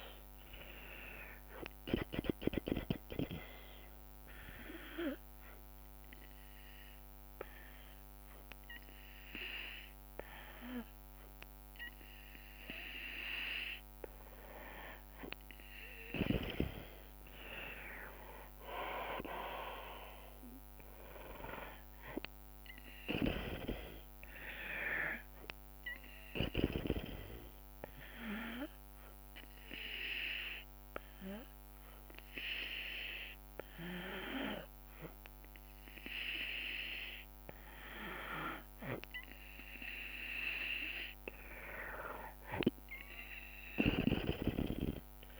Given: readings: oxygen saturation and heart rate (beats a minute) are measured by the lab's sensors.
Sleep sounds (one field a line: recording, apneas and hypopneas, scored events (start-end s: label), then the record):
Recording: breathing in sleep by a microphone on the trachea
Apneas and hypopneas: 2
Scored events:
0.00-2.00 s: arousal
0.00-7.00 s: drop in pulse transit time (device-marked, heart rate 66 extreme)
3.50-14.50 s: obstructive apnea (oxygen 96% before, 93% lowest, heart rate 76 before, 60 extreme, up 14 after)
19.00-29.00 s: drop in pulse transit time (device-marked, heart rate 72 before, 62 extreme)
20.50-24.50 s: arousal
28.00-38.00 s: obstructive apnea (oxygen 96% before, 93% lowest, heart rate 66 before, 64 extreme, up 4 after)
40.00-44.00 s: arousal
From the record:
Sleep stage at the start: N2 (light sleep)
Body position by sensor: on the back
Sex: female